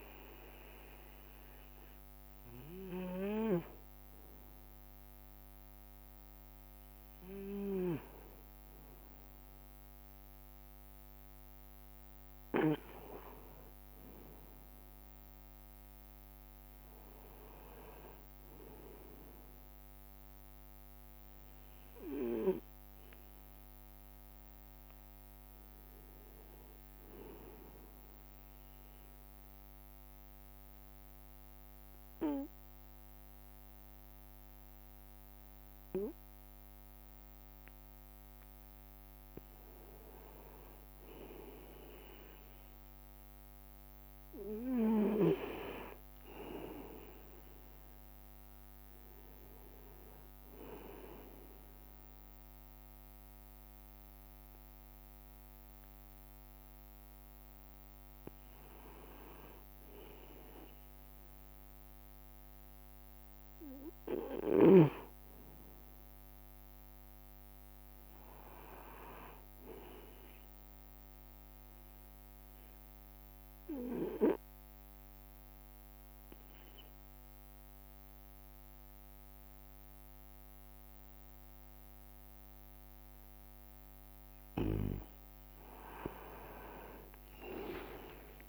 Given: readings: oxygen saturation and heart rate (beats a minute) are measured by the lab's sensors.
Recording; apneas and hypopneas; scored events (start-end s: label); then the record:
breathing in sleep by a microphone on the trachea; 2
0.00-88.49 s: bradycardia (device-marked)
0.50-2.50 s: long interval between heartbeats (device-marked)
6.50-88.49 s: new sleep stage, N2 (light sleep)
11.50-20.50 s: drop in pulse transit time (device-marked)
14.50-16.50 s: long interval between heartbeats (device-marked)
19.50-21.50 s: long interval between heartbeats (device-marked)
22.50-26.00 s: arousal
24.50-26.50 s: long interval between heartbeats (device-marked)
27.50-29.00 s: leg movement (device-marked)
29.00-39.50 s: obstructive apnea (oxygen 96% before, 92% lowest)
30.50-32.50 s: long interval between heartbeats (device-marked)
38.00-40.00 s: long interval between heartbeats (device-marked)
41.50-45.00 s: arousal
46.00-48.00 s: long interval between heartbeats (device-marked)
54.00-56.00 s: long interval between heartbeats (device-marked)
56.50-58.00 s: leg movement (device-marked)
60.50-71.00 s: leg movement (device-marked)
63.00-65.00 s: long interval between heartbeats (device-marked)
66.50-70.00 s: arousal
72.00-83.50 s: obstructive apnea (oxygen 96% before, 92% lowest)
74.50-76.50 s: long interval between heartbeats (device-marked)
81.50-83.50 s: long interval between heartbeats (device-marked)
86.00-88.49 s: arousal
From the record:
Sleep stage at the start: N1 (lightest sleep); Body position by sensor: on the right side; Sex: male